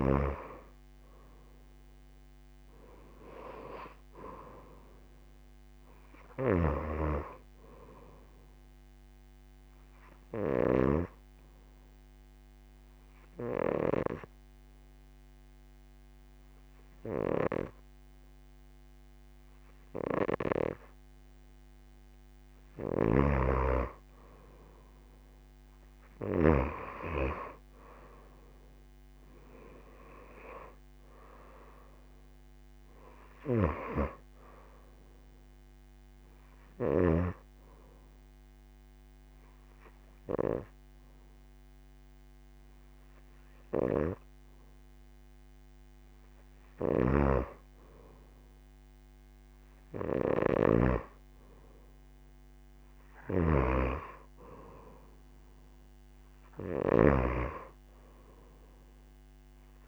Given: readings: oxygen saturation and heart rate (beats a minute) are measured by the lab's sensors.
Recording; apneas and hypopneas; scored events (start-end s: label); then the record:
breathing in sleep by a microphone on the trachea; 2
4.00-20.00 s: oxygen desaturation (device-marked, oxygen 99% before, 94% lowest)
11.50-22.50 s: obstructive apnea (oxygen 99% before, 89% lowest)
27.00-31.50 s: arousal
28.00-41.00 s: oxygen desaturation (device-marked, oxygen 95% before, 89% lowest)
36.00-46.50 s: obstructive apnea (oxygen 95% before, 89% lowest, heart rate 33 before, 25 extreme, up 16 after)
49.00-52.50 s: arousal
53.00-57.00 s: snoring (device-marked)
From the record:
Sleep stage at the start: N2 (light sleep); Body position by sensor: on the right side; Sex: female